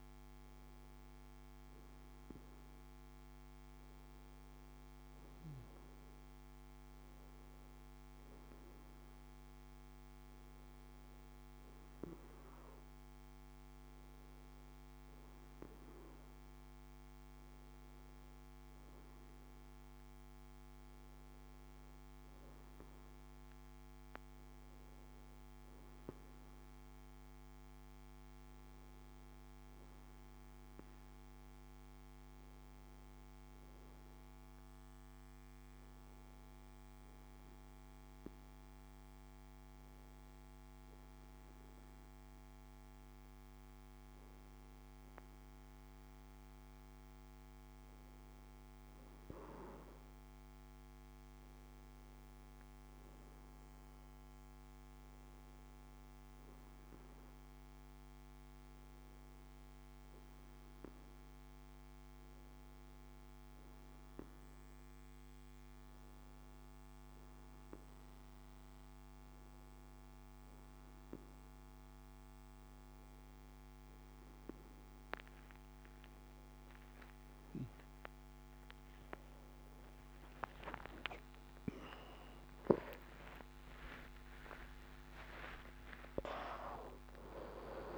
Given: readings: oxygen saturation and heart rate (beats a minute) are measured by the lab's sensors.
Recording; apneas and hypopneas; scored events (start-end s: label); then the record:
breathing in sleep by a microphone on the trachea; none
70.50-87.98 s: new sleep stage, awake
From the record:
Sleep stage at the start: N2 (light sleep); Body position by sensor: on the back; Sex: male